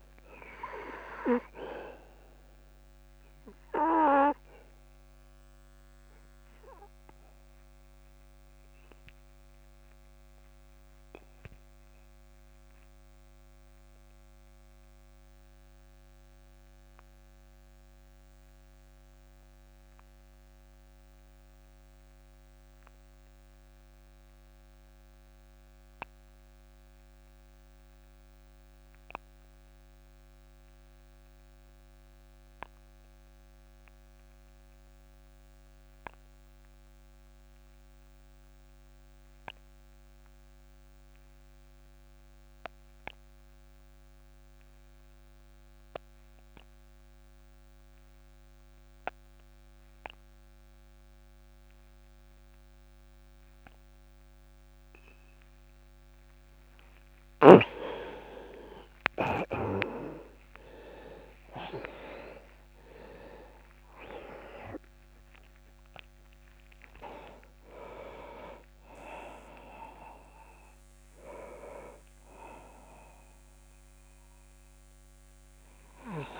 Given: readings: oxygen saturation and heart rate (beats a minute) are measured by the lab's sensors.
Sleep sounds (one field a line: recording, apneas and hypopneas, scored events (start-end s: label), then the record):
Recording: breathing in sleep by a microphone on the trachea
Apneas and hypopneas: 1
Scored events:
0.00-26.50 s: oxygen desaturation (device-marked, oxygen 91% lowest)
3.50-55.50 s: obstructive apnea (oxygen 99% before, 79% lowest)
37.50-74.50 s: oxygen desaturation (device-marked, oxygen 99% before, 85% lowest)
58.00-62.00 s: arousal
From the record:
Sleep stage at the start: N2 (light sleep)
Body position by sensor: on the back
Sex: male